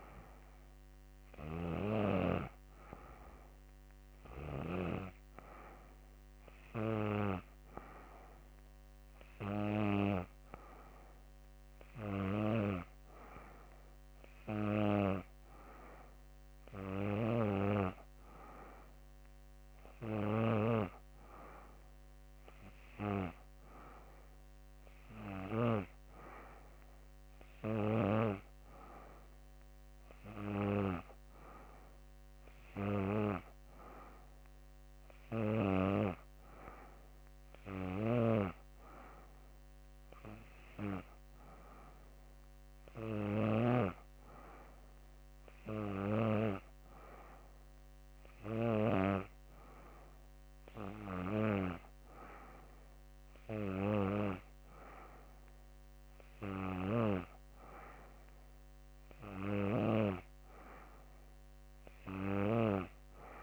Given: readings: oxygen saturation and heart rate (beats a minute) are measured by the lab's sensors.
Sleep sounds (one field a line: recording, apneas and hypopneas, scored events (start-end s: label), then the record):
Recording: breathing in sleep by a microphone on the trachea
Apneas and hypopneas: none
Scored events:
none scored
From the record:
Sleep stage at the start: N3 (deep sleep)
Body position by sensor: on the back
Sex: female